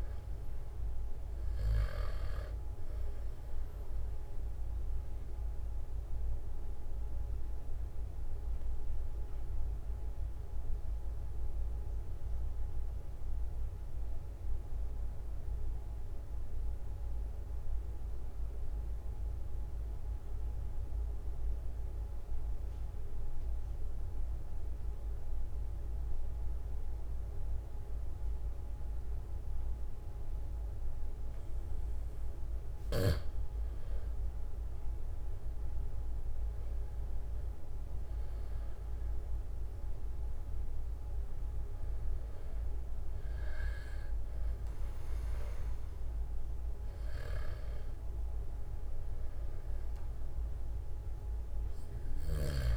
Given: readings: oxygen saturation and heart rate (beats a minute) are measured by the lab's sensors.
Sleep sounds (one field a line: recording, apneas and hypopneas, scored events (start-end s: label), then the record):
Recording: breathing in sleep, hard to hear, by a room microphone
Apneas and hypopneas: 1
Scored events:
5.00-32.00 s: obstructive apnea (oxygen 97% before, 92% lowest, heart rate 46 before, 43 extreme, up 16 after)
33.00-35.00 s: long interval between heartbeats (device-marked, heart rate 44 before, 55 extreme)
34.50-39.00 s: arousal
From the record:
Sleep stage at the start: N2 (light sleep)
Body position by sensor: on the back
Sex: male